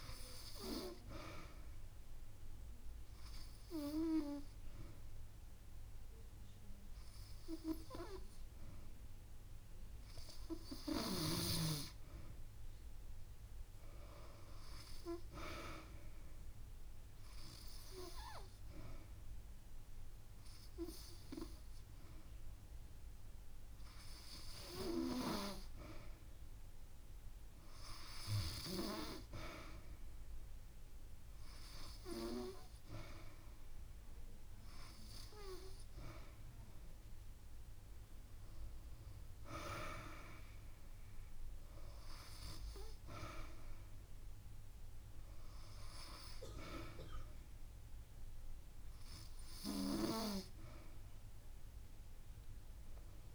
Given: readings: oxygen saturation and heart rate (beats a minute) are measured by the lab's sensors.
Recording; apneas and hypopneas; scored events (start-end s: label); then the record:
breathing in sleep by a room microphone; 1
1.50-12.00 s: obstructive apnea (oxygen 96% before, 94% lowest)
14.00-17.50 s: arousal
15.50-17.50 s: long interval between heartbeats (device-marked)
37.00-39.00 s: long interval between heartbeats (device-marked)
From the record:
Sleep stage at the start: N2 (light sleep); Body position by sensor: on the back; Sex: female